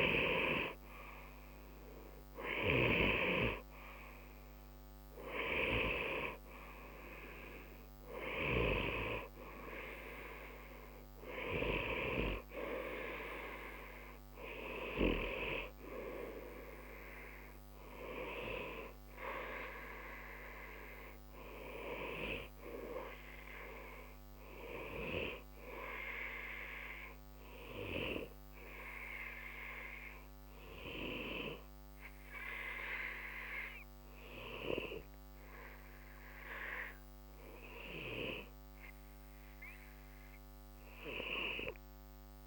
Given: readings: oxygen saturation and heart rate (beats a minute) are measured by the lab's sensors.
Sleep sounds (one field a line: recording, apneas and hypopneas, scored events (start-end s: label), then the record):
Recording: breathing in sleep by a microphone on the trachea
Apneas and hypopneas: none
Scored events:
0.00-27.50 s: oxygen desaturation (device-marked, oxygen 89% lowest, heart rate 62 extreme)
From the record:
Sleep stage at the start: N2 (light sleep)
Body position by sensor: on the right side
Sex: male